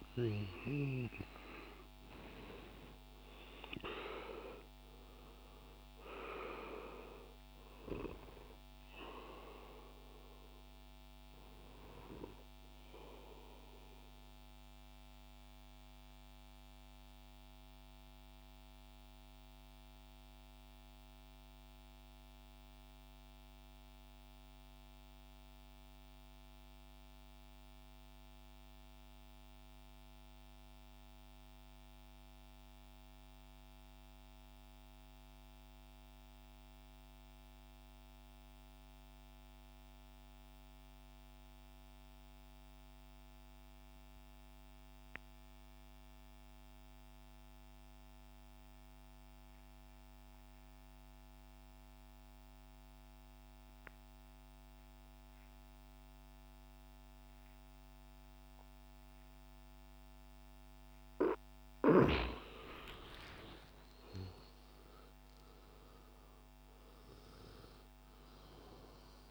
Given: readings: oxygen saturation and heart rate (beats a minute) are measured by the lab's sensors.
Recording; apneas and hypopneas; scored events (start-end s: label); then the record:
breathing in sleep by a microphone on the trachea; 1
0.00-22.50 s: oxygen desaturation (device-marked, oxygen 79% lowest, heart rate 60 extreme)
14.00-62.00 s: mixed apnea (oxygen 89% before, 79% lowest, heart rate 87 before, 60 extreme, up 13 after)
41.50-69.31 s: oxygen desaturation (device-marked, oxygen 99% before, 81% lowest, heart rate 62 before, 61 extreme)
62.50-67.00 s: arousal
From the record:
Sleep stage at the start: N2 (light sleep); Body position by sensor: on the back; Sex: male